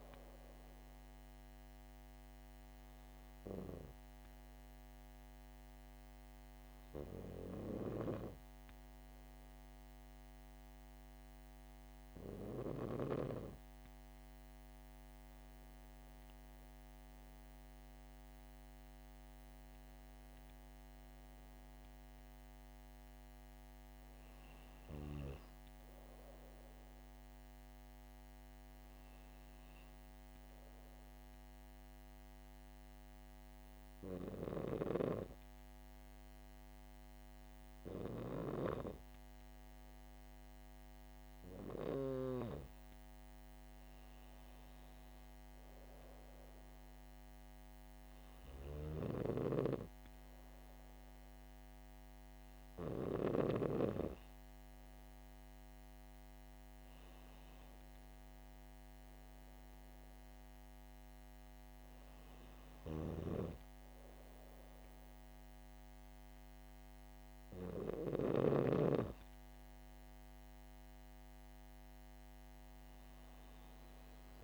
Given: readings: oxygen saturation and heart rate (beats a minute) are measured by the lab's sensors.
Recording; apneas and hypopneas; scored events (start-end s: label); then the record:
breathing in sleep by a microphone on the trachea; 2
1.50-12.50 s: hypopnea (oxygen 98% before, 95% lowest, heart rate 68 before, 64 extreme, up 4 after)
16.00-19.50 s: arousal
31.50-42.00 s: hypopnea (oxygen 98% before, 95% lowest, heart rate 68 before, 64 extreme, up 4 after)
43.50-47.00 s: arousal
From the record:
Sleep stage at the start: N2 (light sleep); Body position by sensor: on the back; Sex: female